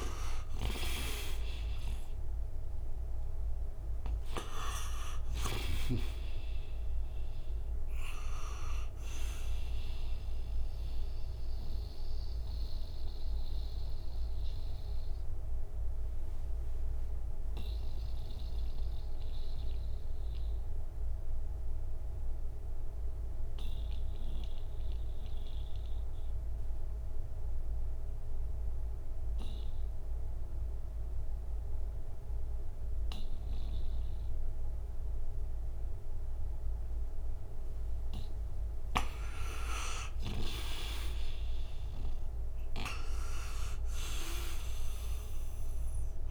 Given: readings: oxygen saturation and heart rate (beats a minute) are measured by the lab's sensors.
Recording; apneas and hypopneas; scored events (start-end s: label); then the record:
breathing in sleep by a room microphone; 1
0.00-2.00 s: arousal
0.00-32.50 s: oxygen desaturation (device-marked, oxygen 78% lowest, heart rate 58 extreme)
0.50-5.50 s: snoring (device-marked)
10.50-36.50 s: obstructive apnea (oxygen 97% before, 78% lowest, heart rate 69 before, 58 extreme, up 19 after)
37.50-42.50 s: arousal
43.50-46.31 s: oxygen desaturation (device-marked, oxygen 99% before, 86% lowest, heart rate 65 before, 58 extreme)
From the record:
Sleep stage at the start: N2 (light sleep); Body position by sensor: on the right side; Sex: male